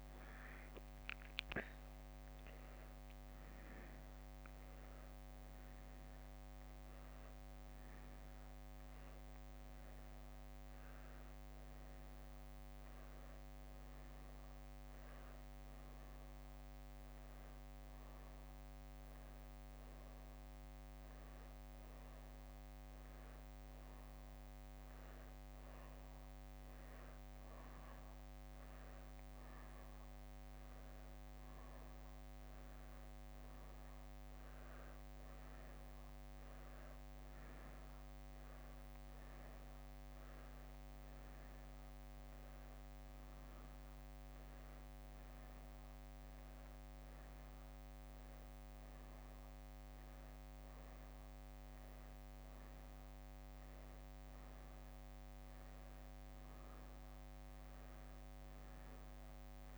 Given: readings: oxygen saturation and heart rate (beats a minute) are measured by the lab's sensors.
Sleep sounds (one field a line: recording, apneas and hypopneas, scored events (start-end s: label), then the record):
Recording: breathing in sleep, hard to hear, by a microphone on the trachea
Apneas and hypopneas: 1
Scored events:
0.00-9.00 s: leg movement (device-marked)
9.00-13.00 s: arousal
10.00-18.00 s: leg movement (device-marked)
15.50-33.00 s: obstructive apnea (oxygen 94% before, 93% lowest, heart rate 70 before, 63 extreme, up 4 after)
19.50-27.00 s: leg movement (device-marked)
20.50-35.50 s: drop in pulse transit time (device-marked, heart rate 69 before, 65 extreme)
30.50-38.00 s: leg movement (device-marked)
36.00-40.50 s: arousal
From the record:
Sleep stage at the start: N2 (light sleep)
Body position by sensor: on the back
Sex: female